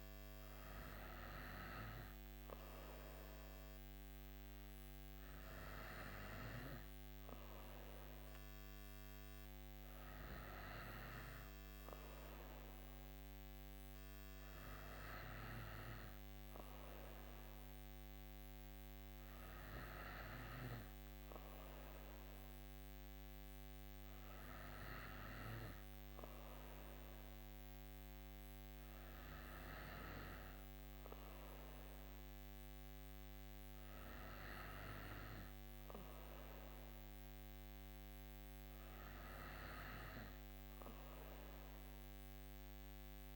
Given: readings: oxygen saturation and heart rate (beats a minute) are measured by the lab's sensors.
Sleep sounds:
breathing in sleep by a microphone on the trachea; none
none scored
From the record:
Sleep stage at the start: N3 (deep sleep); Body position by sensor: on the right side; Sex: female

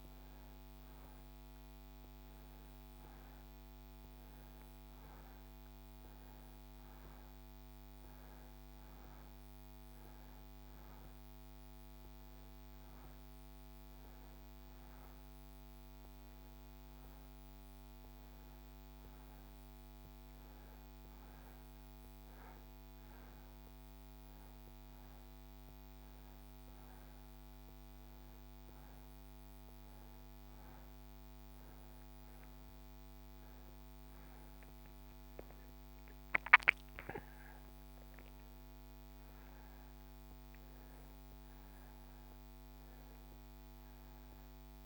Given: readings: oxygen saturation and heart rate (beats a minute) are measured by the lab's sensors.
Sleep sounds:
breathing in sleep, hard to hear, by a microphone on the trachea; none
none scored
From the record:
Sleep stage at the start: N2 (light sleep); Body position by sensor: on the back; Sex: male

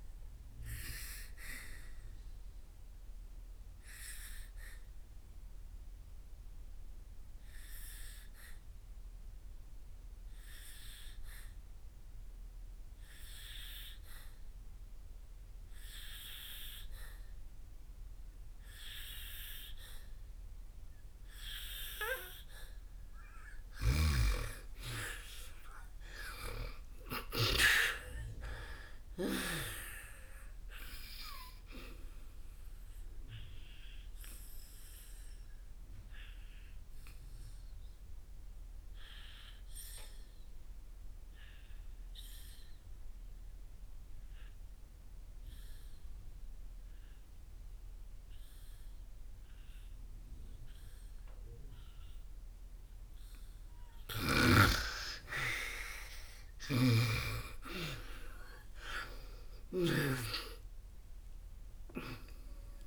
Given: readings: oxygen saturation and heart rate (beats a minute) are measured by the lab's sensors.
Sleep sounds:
breathing in sleep by a room microphone; 2
0.00-18.50 s: oxygen desaturation (device-marked, oxygen 83% lowest, heart rate 58 extreme)
1.50-24.50 s: obstructive apnea (oxygen 98% before, 83% lowest, heart rate 66 before, 56 extreme, up 11 after)
24.00-28.00 s: snoring (device-marked)
25.50-29.50 s: arousal
28.50-54.50 s: oxygen desaturation (device-marked, oxygen 97% before, 85% lowest, heart rate 61 before, 56 extreme)
33.00-53.50 s: obstructive apnea (oxygen 97% before, 83% lowest, heart rate 63 before, 56 extreme, up 12 after)
54.50-60.00 s: snoring (device-marked)
57.50-61.50 s: arousal
59.50-62.87 s: oxygen desaturation (device-marked, oxygen 97% before, 83% lowest, heart rate 61 before, 57 extreme)
From the record:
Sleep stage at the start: N2 (light sleep); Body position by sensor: on the back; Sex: female

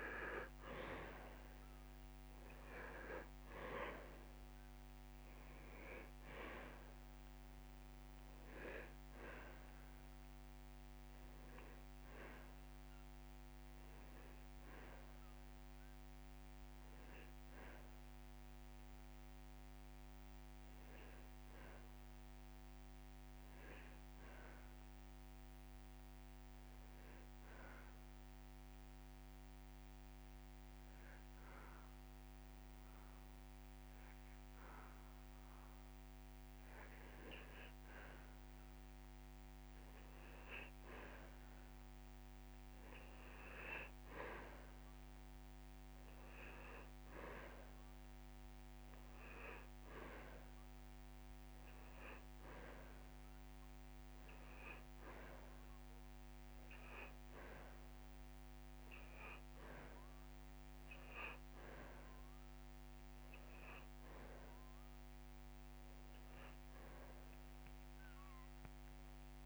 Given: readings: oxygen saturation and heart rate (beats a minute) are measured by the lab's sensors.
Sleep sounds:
breathing in sleep by a microphone on the trachea; 1
0.00-30.00 s: oxygen desaturation (device-marked, oxygen 97% before, 87% lowest)
27.50-38.00 s: obstructive apnea (oxygen 96% before, 89% lowest)
42.00-46.00 s: arousal
51.00-60.00 s: oxygen desaturation (device-marked, oxygen 98% before, 92% lowest)
53.50-55.50 s: long interval between heartbeats (device-marked)
From the record:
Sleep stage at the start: N2 (light sleep); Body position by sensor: on the back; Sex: male

